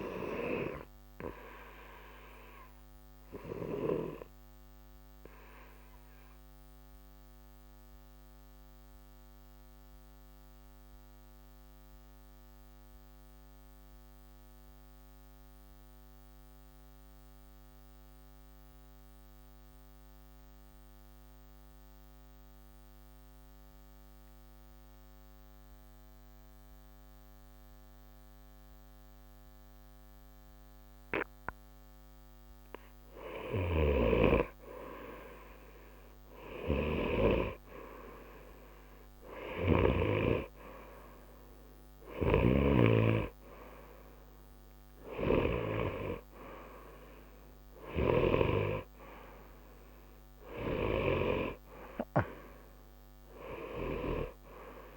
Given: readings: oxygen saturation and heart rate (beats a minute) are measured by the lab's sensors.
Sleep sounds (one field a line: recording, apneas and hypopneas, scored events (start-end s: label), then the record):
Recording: breathing in sleep by a microphone on the trachea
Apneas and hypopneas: 1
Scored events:
0.00-13.50 s: oxygen desaturation (device-marked, oxygen 88% lowest, heart rate 60 extreme)
2.00-32.50 s: obstructive apnea (oxygen 94% before, 87% lowest, heart rate 60 before, 60 extreme, up 2 after)
34.50-54.96 s: oxygen desaturation (device-marked, oxygen 96% before, 87% lowest, heart rate 61 before, 60 extreme)
35.00-39.00 s: arousal
From the record:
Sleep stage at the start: N2 (light sleep)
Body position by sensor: on the right side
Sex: male